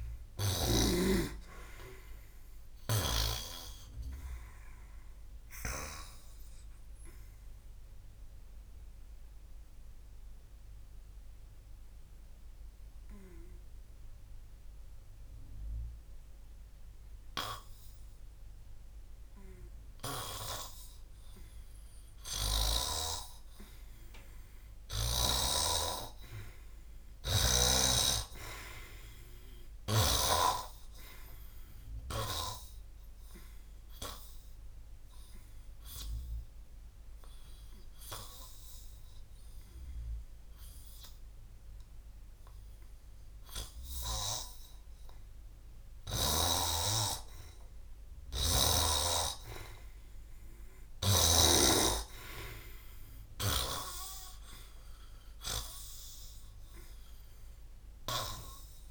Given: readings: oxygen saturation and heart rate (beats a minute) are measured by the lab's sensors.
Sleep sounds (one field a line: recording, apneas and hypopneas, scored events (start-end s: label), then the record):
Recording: breathing in sleep by a room microphone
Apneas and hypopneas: 2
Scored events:
0.00-1.00 s: oxygen desaturation (device-marked, oxygen 92% lowest, heart rate 56 extreme)
8.50-21.50 s: obstructive apnea (oxygen 97% before, 91% lowest, heart rate 64 before, 56 extreme, up 8 after)
25.00-30.00 s: arousal
34.50-47.00 s: hypopnea (oxygen 100% before, 91% lowest, heart rate 60 before, 55 extreme, up 9 after)
38.00-58.91 s: oxygen desaturation (device-marked, oxygen 99% before, 91% lowest, heart rate 60 before, 49 extreme)
49.00-53.00 s: arousal
From the record:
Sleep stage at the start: N2 (light sleep)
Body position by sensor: on the back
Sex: male